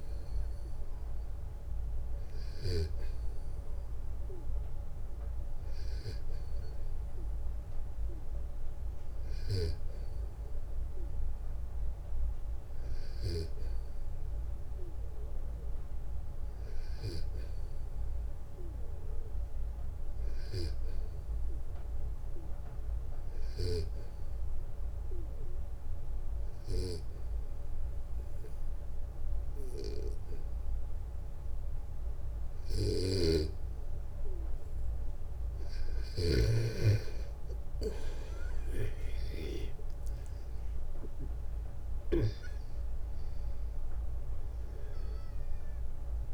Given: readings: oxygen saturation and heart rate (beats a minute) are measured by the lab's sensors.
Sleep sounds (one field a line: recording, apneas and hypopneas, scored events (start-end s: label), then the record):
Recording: breathing in sleep by a room microphone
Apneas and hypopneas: 1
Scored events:
23.00-33.50 s: obstructive apnea (oxygen 93% before, 90% lowest, heart rate 64 before, 62 extreme, up 5 after)
23.00-36.00 s: snoring (device-marked)
36.00-39.00 s: arousal
From the record:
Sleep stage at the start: N2 (light sleep)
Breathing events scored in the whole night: 243 in 4.0 hours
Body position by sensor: on the back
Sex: male